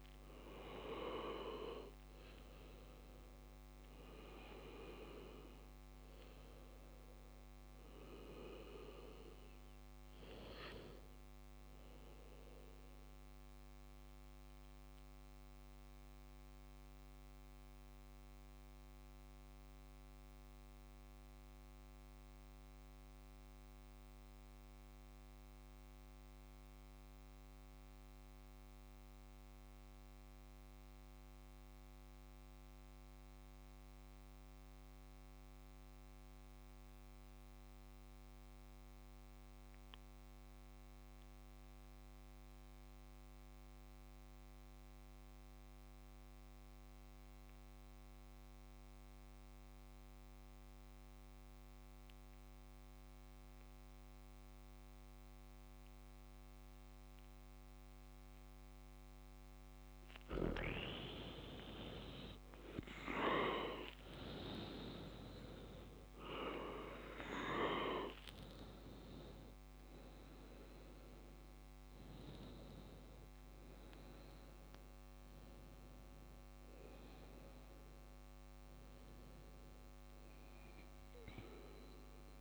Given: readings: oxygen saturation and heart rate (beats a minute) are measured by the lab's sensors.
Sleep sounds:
breathing in sleep by a microphone on the trachea; 1
13.50-59.50 s: mixed apnea (oxygen 98% before, 94% lowest, heart rate 61 before, 55 extreme, up 6 after)
58.50-75.50 s: oxygen desaturation (device-marked, oxygen 98% before, 94% lowest, heart rate 58 before, 56 extreme)
61.00-65.50 s: arousal
From the record:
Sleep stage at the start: REM sleep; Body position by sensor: on the back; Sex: male

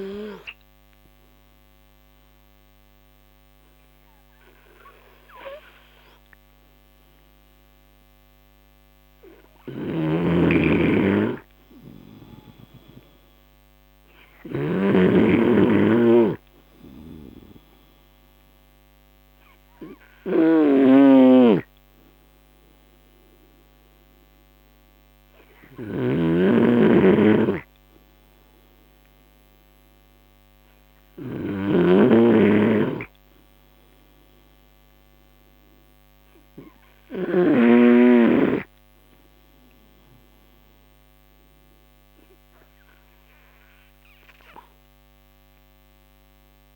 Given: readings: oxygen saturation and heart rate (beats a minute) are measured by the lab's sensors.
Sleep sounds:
breathing in sleep by a microphone on the trachea; none
10.50-16.00 s: snoring (device-marked)
10.50-27.50 s: oxygen desaturation (device-marked, oxygen 96% before, 86% lowest)
26.50-32.50 s: snoring (device-marked)
From the record:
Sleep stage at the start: N3 (deep sleep); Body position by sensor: on the right side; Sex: male

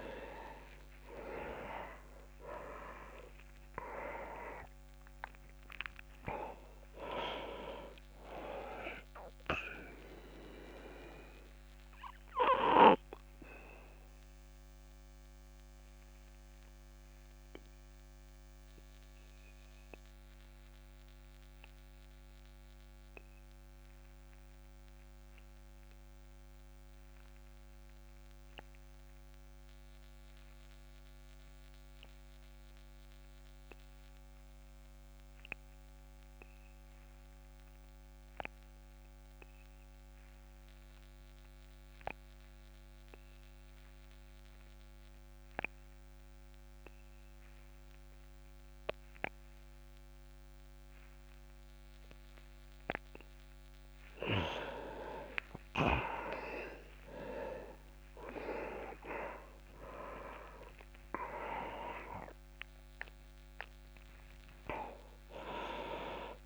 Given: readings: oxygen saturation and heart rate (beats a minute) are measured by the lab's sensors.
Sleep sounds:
breathing in sleep by a microphone on the trachea; 1
0.00-2.00 s: arousal
0.00-29.00 s: oxygen desaturation (device-marked, oxygen 80% lowest)
10.50-53.50 s: obstructive apnea (oxygen 97% before, 80% lowest)
48.00-66.45 s: oxygen desaturation (device-marked, oxygen 99% before, 82% lowest)
55.50-60.00 s: arousal
From the record:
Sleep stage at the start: N2 (light sleep); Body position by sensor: on the back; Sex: male

